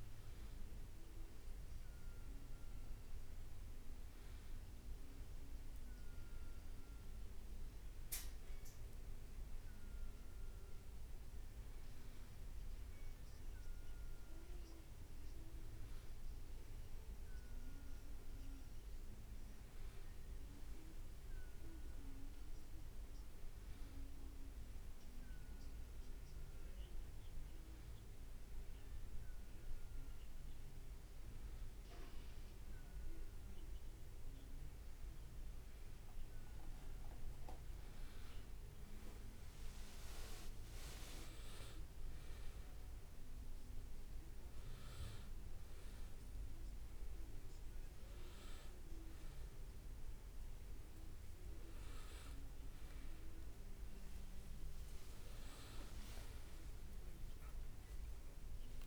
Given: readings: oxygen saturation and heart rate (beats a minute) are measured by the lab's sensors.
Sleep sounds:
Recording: a person partly awake in a sleep study, hard to hear, by a room microphone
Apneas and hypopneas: none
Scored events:
21.50-22.50 s: leg movement (device-marked)
37.50-58.87 s: new sleep stage, awake
54.00-57.50 s: leg movement (device-marked)
From the record:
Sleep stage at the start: N1 (lightest sleep)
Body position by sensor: on the back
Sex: male

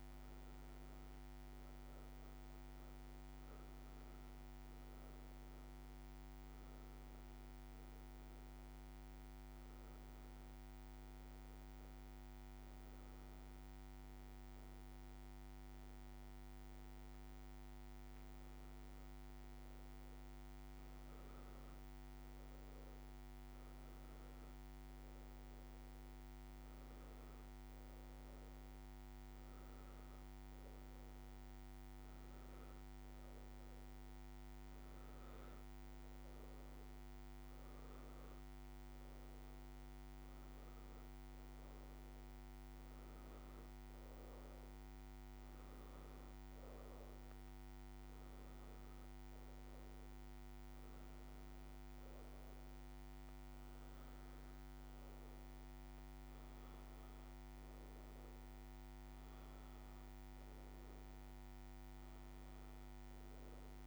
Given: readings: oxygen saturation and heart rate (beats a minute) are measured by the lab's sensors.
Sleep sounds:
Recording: breathing in sleep, hard to hear, by a microphone on the trachea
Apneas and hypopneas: 1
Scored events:
1.50-19.50 s: oxygen desaturation (device-marked, oxygen 93% before, 88% lowest, heart rate 81 before, 65 extreme)
17.00-50.00 s: obstructive apnea (oxygen 93% before, 91% lowest, heart rate 68 before, 65 extreme, up 2 after)
54.00-58.50 s: arousal
From the record:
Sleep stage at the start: N2 (light sleep)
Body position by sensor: on the back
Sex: female

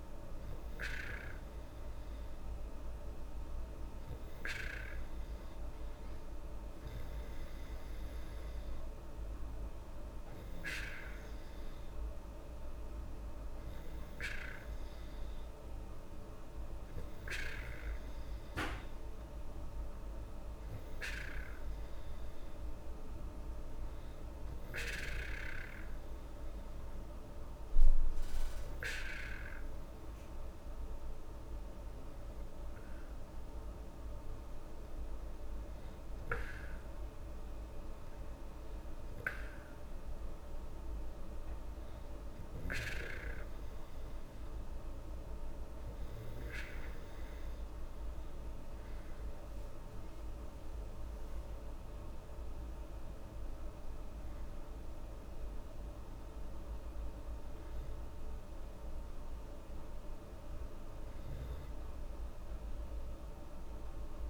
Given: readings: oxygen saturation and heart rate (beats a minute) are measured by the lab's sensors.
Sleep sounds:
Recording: breathing in sleep by a room microphone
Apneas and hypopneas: 1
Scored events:
25.50-41.00 s: hypopnea (oxygen 97% before, 94% lowest, heart rate 79 before, 78 extreme, up 1 after)
45.00-50.00 s: arousal
From the record:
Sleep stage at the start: N2 (light sleep)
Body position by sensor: on the back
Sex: female

